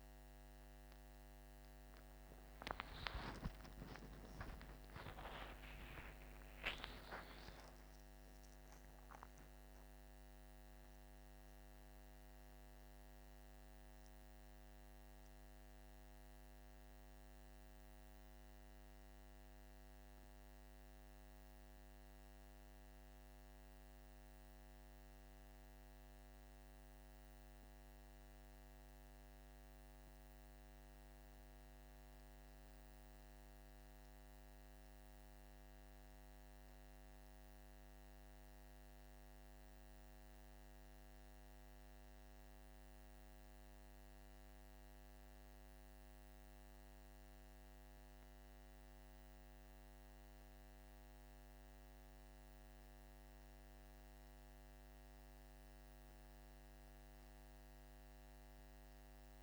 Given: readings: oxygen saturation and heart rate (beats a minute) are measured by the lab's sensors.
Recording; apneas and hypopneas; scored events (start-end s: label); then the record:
breathing in sleep by a microphone on the trachea; 1
2.00-7.00 s: arousal
13.00-25.50 s: hypopnea (oxygen 98% before, 95% lowest, heart rate 59 before, 48 extreme, up 2 after)
28.00-31.00 s: arousal
42.50-59.43 s: new sleep stage, N2 (light sleep)
From the record:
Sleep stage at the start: N1 (lightest sleep); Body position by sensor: on the back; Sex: male